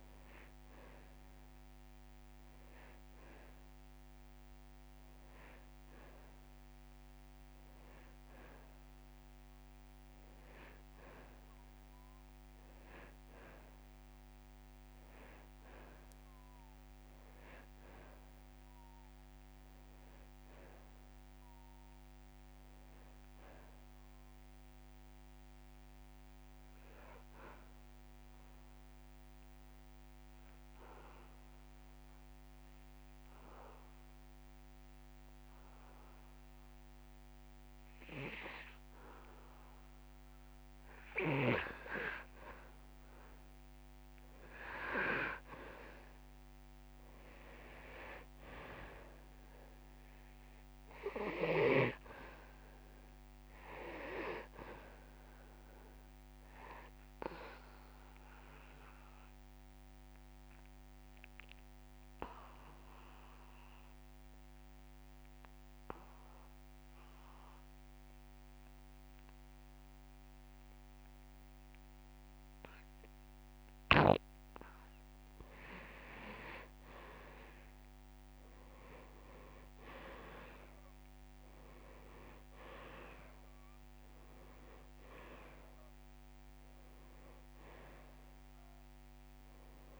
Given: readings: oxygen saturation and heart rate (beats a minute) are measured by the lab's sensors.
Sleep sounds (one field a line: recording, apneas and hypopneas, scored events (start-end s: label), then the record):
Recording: breathing in sleep by a microphone on the trachea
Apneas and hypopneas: 2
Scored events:
0.00-15.00 s: oxygen desaturation (device-marked, oxygen 89% lowest)
19.00-22.50 s: arousal
27.00-40.50 s: obstructive apnea (oxygen 98% before, 90% lowest)
44.00-48.00 s: arousal
48.00-75.00 s: oxygen desaturation (device-marked, oxygen 97% before, 90% lowest)
58.50-74.50 s: obstructive apnea (oxygen 98% before, 90% lowest)
75.00-77.00 s: long interval between heartbeats (device-marked)
76.50-80.00 s: arousal
82.00-90.00 s: oxygen desaturation (device-marked, oxygen 98% before, 90% lowest)
From the record:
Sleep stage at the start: N2 (light sleep)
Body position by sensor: on the back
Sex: male